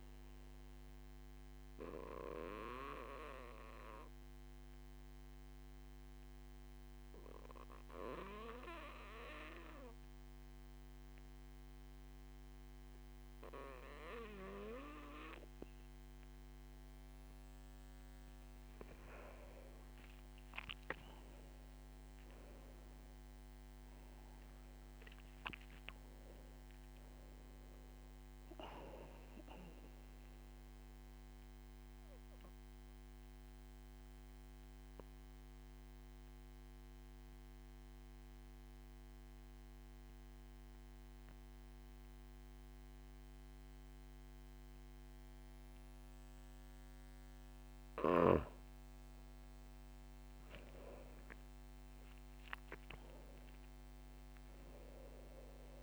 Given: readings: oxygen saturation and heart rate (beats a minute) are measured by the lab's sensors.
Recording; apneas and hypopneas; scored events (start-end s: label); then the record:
breathing in sleep by a microphone on the trachea; 2
0.50-17.50 s: obstructive apnea (oxygen 97% before, 93% lowest)
21.00-25.50 s: arousal
31.50-48.00 s: mixed apnea (oxygen 96% before, 93% lowest)
51.50-55.00 s: arousal
From the record:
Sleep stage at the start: N2 (light sleep); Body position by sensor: on the back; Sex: male